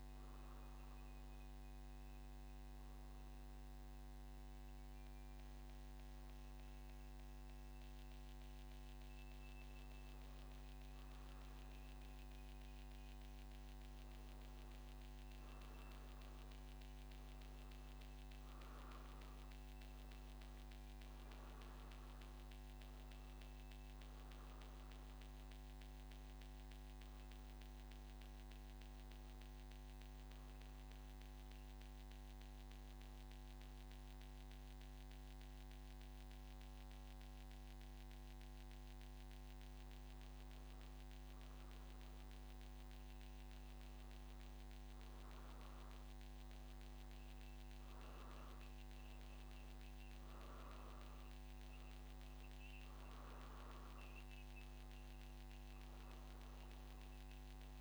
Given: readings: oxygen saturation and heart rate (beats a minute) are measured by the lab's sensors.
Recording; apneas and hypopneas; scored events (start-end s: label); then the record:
breathing in sleep, hard to hear, by a microphone on the trachea; 2
0.50-11.50 s: obstructive apnea (oxygen 95% before, 92% lowest, heart rate 62 before, 61 extreme, up 0 after)
28.50-40.00 s: obstructive apnea (oxygen 95% before, 92% lowest, heart rate 62 before, 60 extreme, up 2 after)
From the record:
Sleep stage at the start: N3 (deep sleep); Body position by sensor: on the back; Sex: male